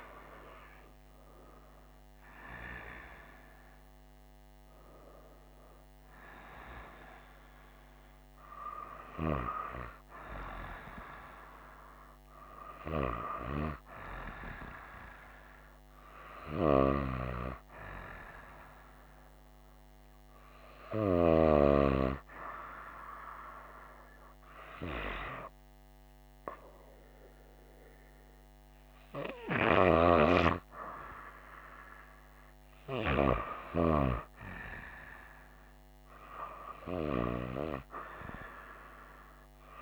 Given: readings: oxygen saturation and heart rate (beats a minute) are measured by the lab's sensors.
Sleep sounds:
breathing in sleep by a microphone on the trachea; none
0.00-1.00 s: arousal
From the record:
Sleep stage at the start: N2 (light sleep); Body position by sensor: on the right side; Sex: female

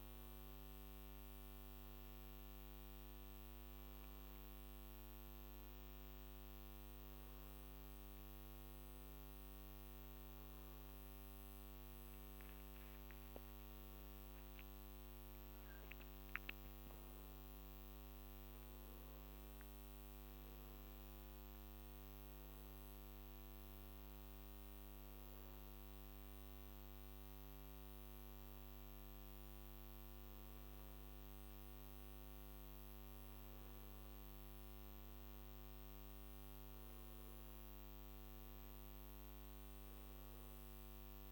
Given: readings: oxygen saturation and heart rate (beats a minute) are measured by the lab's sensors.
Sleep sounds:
breathing in sleep, hard to hear, by a microphone on the trachea; none
none scored
From the record:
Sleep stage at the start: N1 (lightest sleep); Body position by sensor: on the back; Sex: male

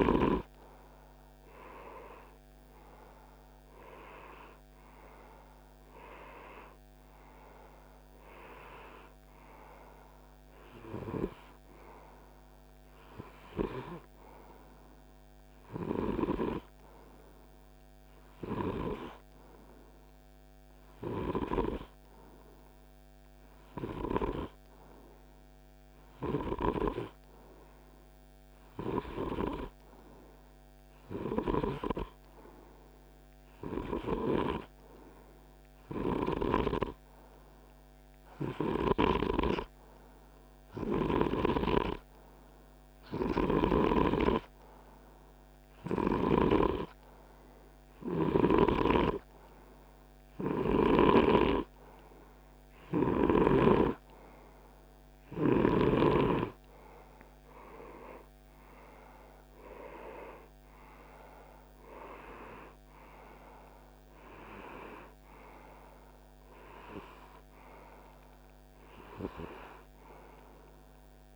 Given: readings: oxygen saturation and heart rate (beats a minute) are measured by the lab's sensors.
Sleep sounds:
breathing in sleep by a microphone on the trachea; 1
17.50-51.50 s: hypopnea (oxygen 97% before, 93% lowest, heart rate 52 before, 48 extreme, up 1 after)
53.00-56.50 s: arousal
61.00-66.00 s: oxygen desaturation (device-marked, oxygen 96% before, 93% lowest, heart rate 51 before, 48 extreme)
From the record:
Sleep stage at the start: N2 (light sleep); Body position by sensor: on the right side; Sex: male

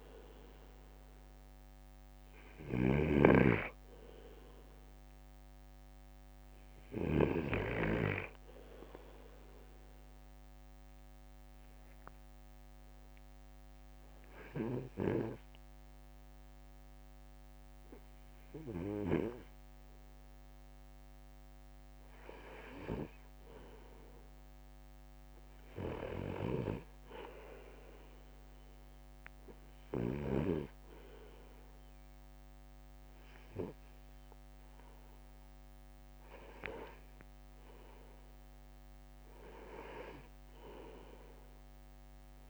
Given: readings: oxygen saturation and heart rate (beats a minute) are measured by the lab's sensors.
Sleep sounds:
breathing in sleep by a microphone on the trachea; 1
0.00-7.50 s: snoring (device-marked)
10.00-23.50 s: obstructive apnea (oxygen 98% before, 96% lowest)
26.00-29.00 s: arousal
26.50-42.50 s: new sleep stage, REM sleep
From the record:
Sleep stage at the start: N2 (light sleep); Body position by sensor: on the right side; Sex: male

